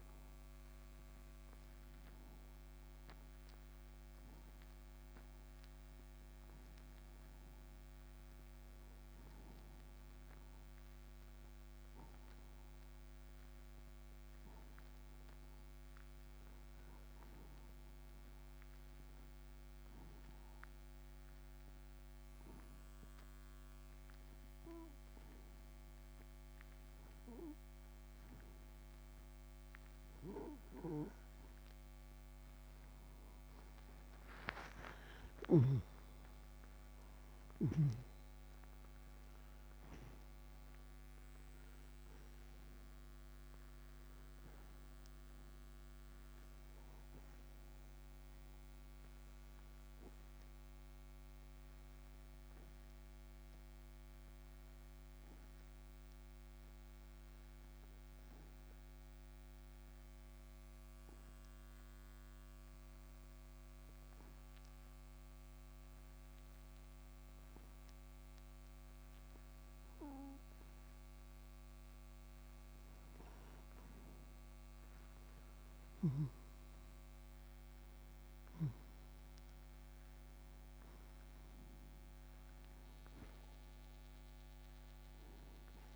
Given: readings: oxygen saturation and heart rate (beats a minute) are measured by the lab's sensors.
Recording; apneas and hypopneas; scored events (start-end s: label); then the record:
breathing in sleep by a microphone on the trachea; 2
0.00-20.50 s: oxygen desaturation (device-marked, oxygen 85% lowest)
2.50-31.00 s: hypopnea (oxygen 97% before, 85% lowest)
36.00-40.00 s: arousal
36.50-69.50 s: oxygen desaturation (device-marked, oxygen 97% before, 87% lowest)
49.50-71.50 s: obstructive apnea (oxygen 99% before, 87% lowest)
75.00-80.50 s: arousal
79.50-85.96 s: oxygen desaturation (device-marked, oxygen 98% before, 89% lowest)
From the record:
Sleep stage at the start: N2 (light sleep); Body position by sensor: on the right side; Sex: male